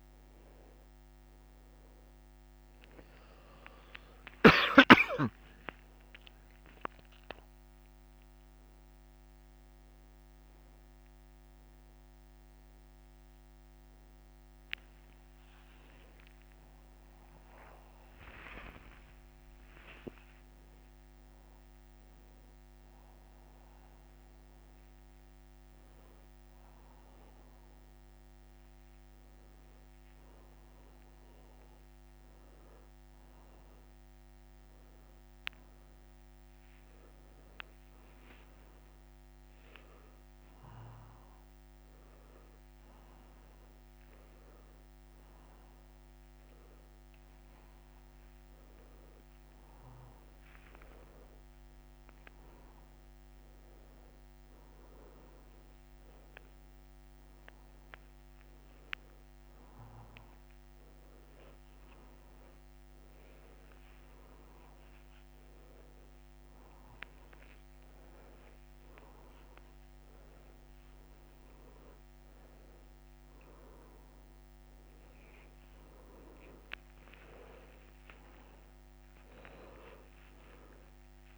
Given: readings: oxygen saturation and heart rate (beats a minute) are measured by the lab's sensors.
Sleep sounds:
a person awake in a sleep study, by a microphone on the trachea; none
none scored
From the record:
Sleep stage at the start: awake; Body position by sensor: on the back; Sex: male

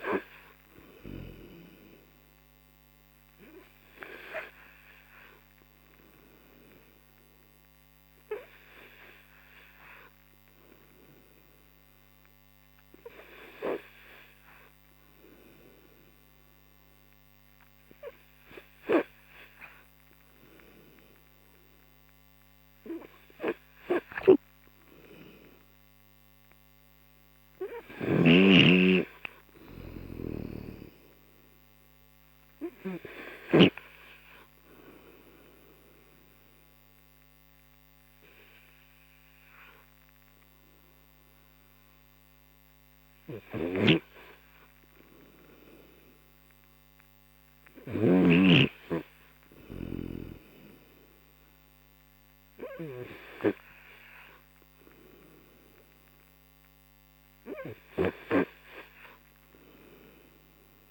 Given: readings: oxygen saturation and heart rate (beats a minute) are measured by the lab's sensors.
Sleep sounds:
breathing in sleep by a microphone on the trachea; 1
28.00-33.50 s: snoring (device-marked)
35.50-45.50 s: obstructive apnea (oxygen 93% before, 89% lowest, heart rate 55 before, 43 extreme, up 50 after)
43.50-48.50 s: snoring (device-marked)
48.00-51.00 s: arousal
From the record:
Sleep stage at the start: N3 (deep sleep); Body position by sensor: on the right side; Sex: male

